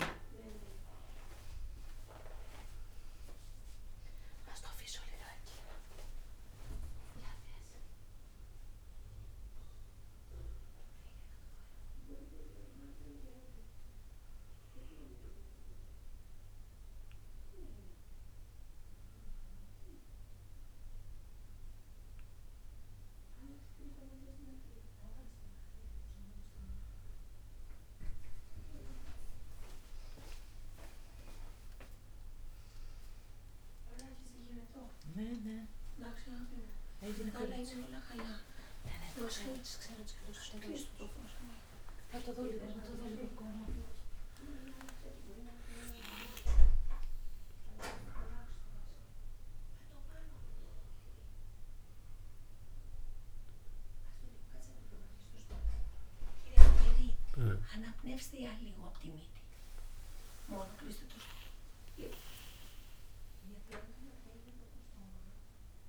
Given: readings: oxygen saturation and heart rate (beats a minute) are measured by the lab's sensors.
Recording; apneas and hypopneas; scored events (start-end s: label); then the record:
a person awake in a sleep study, by a room microphone; none
none scored
From the record:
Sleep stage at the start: awake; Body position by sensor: on the back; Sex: male